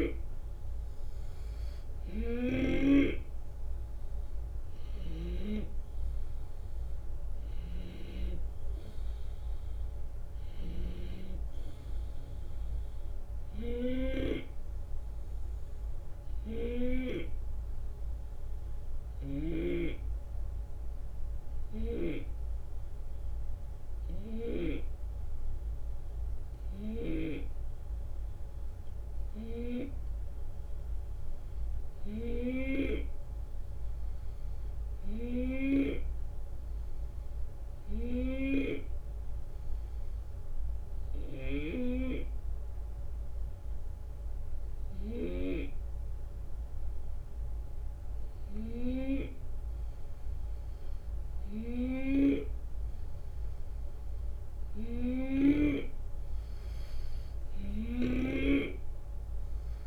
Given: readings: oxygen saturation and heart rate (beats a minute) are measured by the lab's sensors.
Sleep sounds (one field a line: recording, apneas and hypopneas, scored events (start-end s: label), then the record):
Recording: breathing in sleep by a room microphone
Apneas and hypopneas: 1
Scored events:
0.00-5.50 s: snoring (device-marked)
2.00-7.00 s: arousal
2.00-16.00 s: drop in pulse transit time (device-marked, heart rate 72 before, 74 extreme)
7.50-11.00 s: snoring (device-marked)
15.50-46.00 s: hypopnea (oxygen 93% before, 88% lowest, heart rate 76 before, 71 extreme, up 2 after)
19.00-24.50 s: snoring (device-marked)
44.00-59.87 s: oxygen desaturation (device-marked, oxygen 93% before, 89% lowest, heart rate 73 before, 71 extreme)
49.50-53.00 s: arousal
55.00-58.50 s: snoring (device-marked)
From the record:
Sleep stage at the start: N2 (light sleep)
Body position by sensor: on the left side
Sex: male